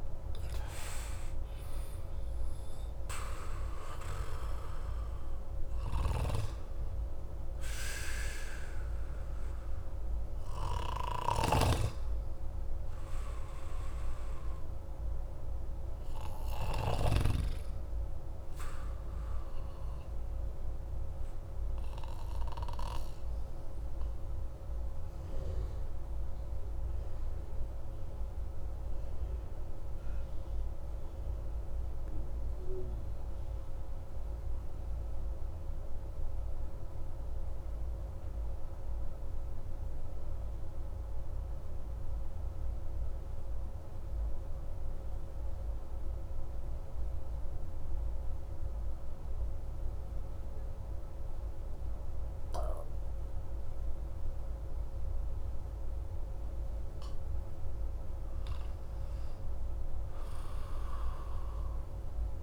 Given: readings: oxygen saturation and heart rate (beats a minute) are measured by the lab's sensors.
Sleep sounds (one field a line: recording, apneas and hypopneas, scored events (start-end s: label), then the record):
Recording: breathing in sleep by a room microphone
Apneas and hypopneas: 1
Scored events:
0.00-28.00 s: oxygen desaturation (device-marked, oxygen 86% lowest)
21.00-57.50 s: obstructive apnea (oxygen 92% before, 88% lowest)
57.00-62.43 s: oxygen desaturation (device-marked, oxygen 98% before, 94% lowest)
59.00-62.43 s: arousal
From the record:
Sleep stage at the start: N2 (light sleep)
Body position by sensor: on the back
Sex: male